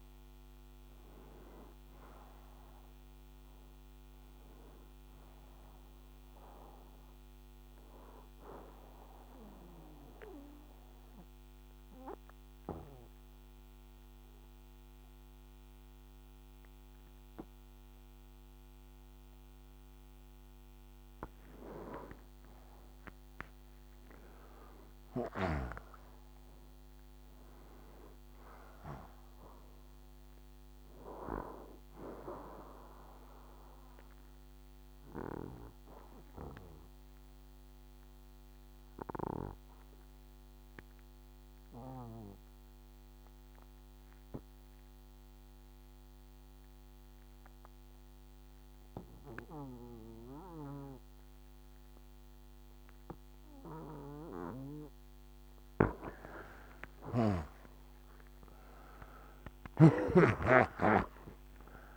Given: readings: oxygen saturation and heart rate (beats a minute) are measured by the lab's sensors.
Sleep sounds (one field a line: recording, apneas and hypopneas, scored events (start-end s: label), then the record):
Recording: breathing in sleep by a microphone on the trachea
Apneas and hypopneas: 2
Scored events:
0.00-17.00 s: oxygen desaturation (device-marked, oxygen 91% lowest, heart rate 62 extreme)
8.00-20.50 s: obstructive apnea (oxygen 97% before, 91% lowest, heart rate 65 before, 62 extreme, up 0 after)
22.00-26.00 s: arousal
34.50-55.00 s: obstructive apnea (oxygen 97% before, 89% lowest, heart rate 63 before, 62 extreme, up 6 after)
57.00-61.97 s: new sleep stage, N1 (lightest sleep)
57.50-61.97 s: arousal
From the record:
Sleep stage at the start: N2 (light sleep)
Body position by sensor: on the right side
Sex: male